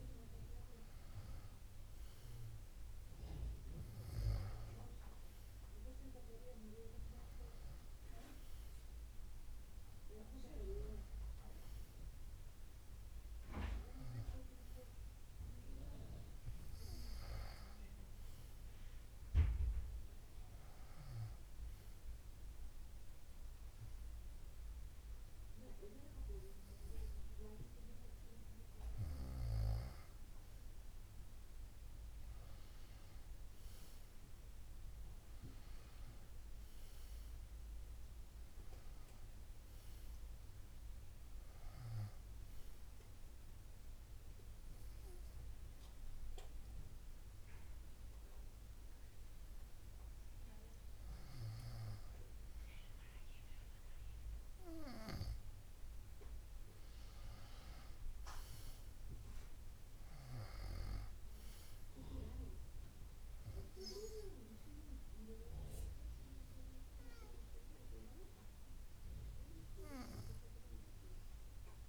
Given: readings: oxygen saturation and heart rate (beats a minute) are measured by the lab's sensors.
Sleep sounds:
breathing in sleep by a room microphone; none
none scored
From the record:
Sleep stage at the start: N2 (light sleep); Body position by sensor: on the back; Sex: female

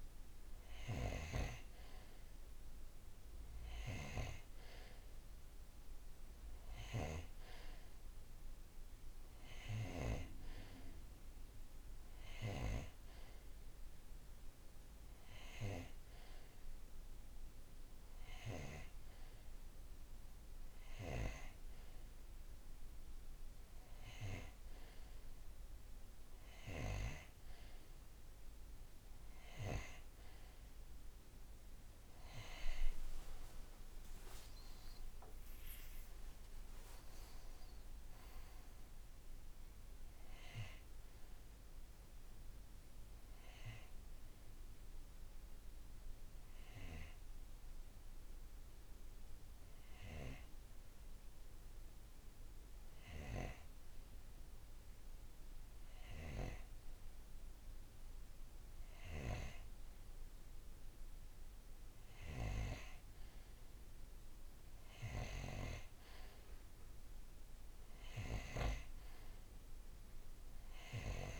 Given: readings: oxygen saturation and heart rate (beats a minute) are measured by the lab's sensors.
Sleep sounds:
breathing in sleep by a room microphone; none
none scored
From the record:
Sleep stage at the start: N2 (light sleep); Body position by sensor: on the right side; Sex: male

